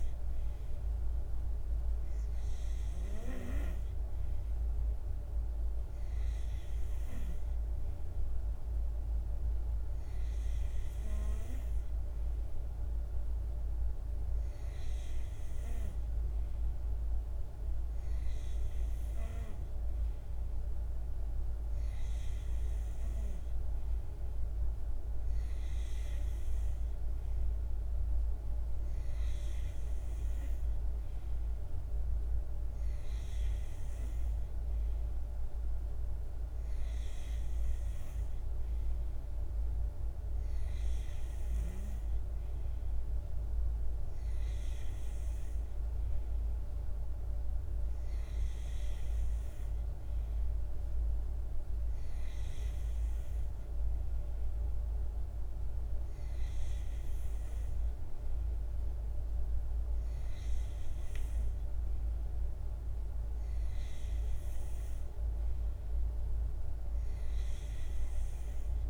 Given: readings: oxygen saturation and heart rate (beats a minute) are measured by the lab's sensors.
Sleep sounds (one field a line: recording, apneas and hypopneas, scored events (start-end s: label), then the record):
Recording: breathing in sleep, hard to hear, by a room microphone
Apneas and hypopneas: none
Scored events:
none scored
From the record:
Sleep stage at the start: N2 (light sleep)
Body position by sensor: on the back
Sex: male